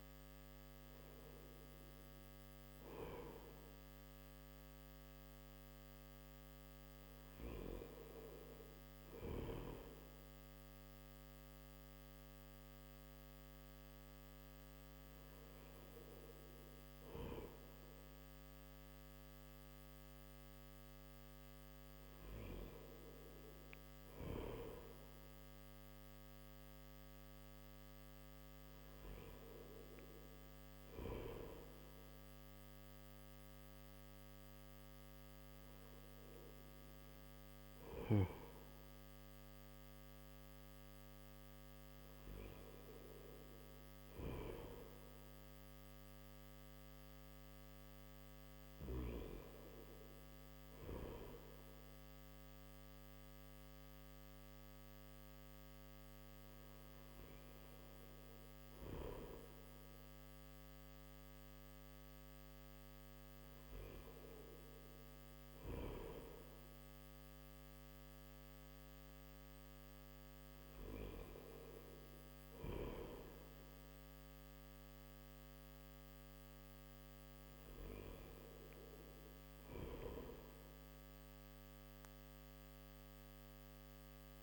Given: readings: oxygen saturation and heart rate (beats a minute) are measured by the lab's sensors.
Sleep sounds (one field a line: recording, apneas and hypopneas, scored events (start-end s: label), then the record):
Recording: breathing in sleep by a microphone on the trachea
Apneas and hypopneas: none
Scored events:
none scored
From the record:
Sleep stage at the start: N1 (lightest sleep)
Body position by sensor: on the back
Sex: male